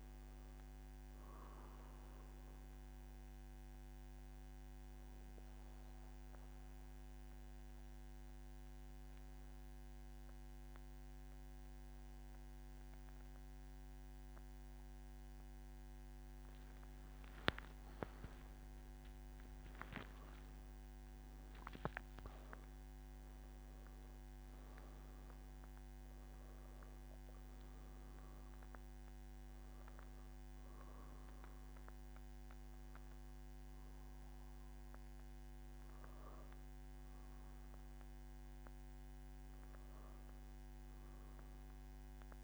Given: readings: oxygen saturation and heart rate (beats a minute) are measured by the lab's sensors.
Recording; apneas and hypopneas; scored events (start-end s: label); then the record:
breathing in sleep, hard to hear, by a microphone on the trachea; 1
2.00-16.50 s: central apnea (oxygen 96% before, 92% lowest, heart rate 125 before, 116 extreme, up 24 after)
From the record:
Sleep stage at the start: N2 (light sleep); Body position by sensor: on the back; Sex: male